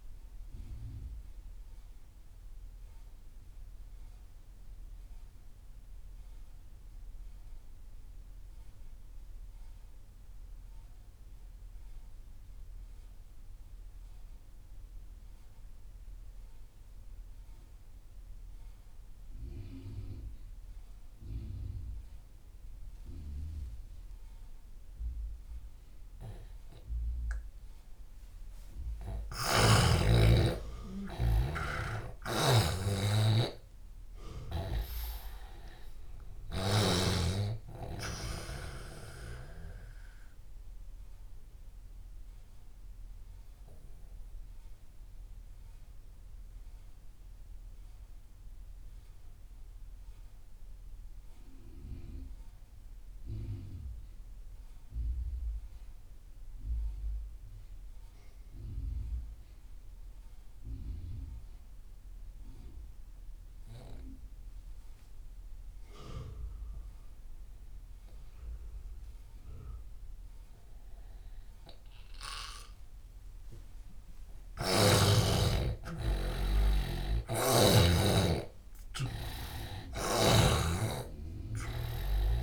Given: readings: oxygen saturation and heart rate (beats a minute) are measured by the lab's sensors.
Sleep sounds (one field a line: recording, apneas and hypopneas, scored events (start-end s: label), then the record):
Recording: breathing in sleep by a room microphone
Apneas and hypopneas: 2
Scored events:
0.00-13.50 s: oxygen desaturation (device-marked, oxygen 88% lowest)
1.50-28.00 s: mixed apnea (oxygen 98% before, 88% lowest)
27.50-61.50 s: oxygen desaturation (device-marked, oxygen 98% before, 88% lowest)
30.00-34.00 s: arousal
32.00-37.00 s: snoring (device-marked)
40.50-72.50 s: mixed apnea (oxygen 98% before, 84% lowest)
73.50-82.43 s: oxygen desaturation (device-marked, oxygen 98% before, 84% lowest)
74.50-79.00 s: arousal
77.00-80.50 s: snoring (device-marked)
From the record:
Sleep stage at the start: N2 (light sleep)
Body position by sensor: on the left side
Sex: male